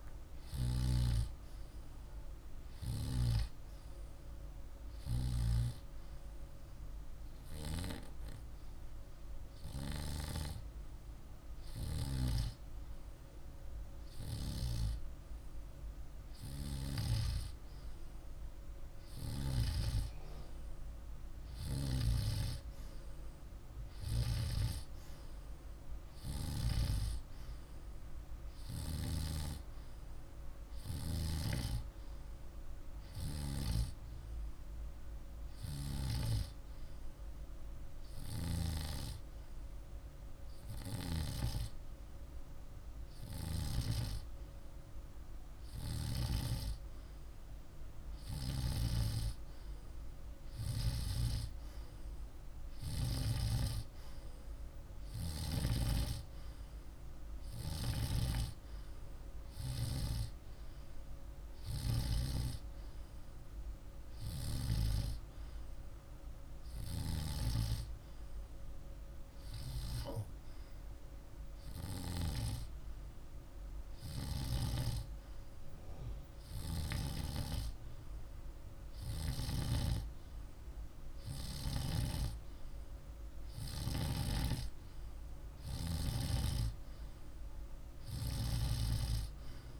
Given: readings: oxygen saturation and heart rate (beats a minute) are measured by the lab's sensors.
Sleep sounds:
breathing in sleep by a room microphone; 2
3.00-15.50 s: hypopnea (oxygen 99% before, 96% lowest, heart rate 48 before, 49 extreme, up 1 after)
17.50-21.00 s: arousal
36.50-47.50 s: hypopnea (oxygen 97% before, 95% lowest, heart rate 50 before, 49 extreme, up 0 after)
49.50-53.50 s: arousal
From the record:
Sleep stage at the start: N2 (light sleep); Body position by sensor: on the back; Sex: male

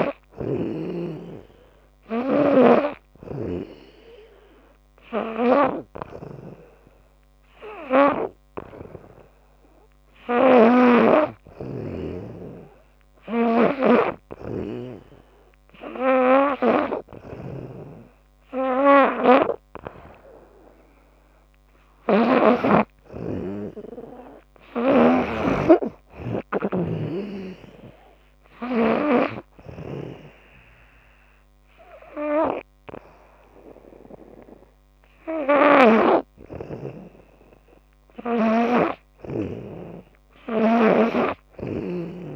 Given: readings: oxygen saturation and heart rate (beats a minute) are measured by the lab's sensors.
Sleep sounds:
breathing in sleep by a microphone on the trachea; none
0.00-29.00 s: snoring (device-marked)
40.50-42.36 s: snoring (device-marked)
From the record:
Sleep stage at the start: N2 (light sleep); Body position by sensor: on the back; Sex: female

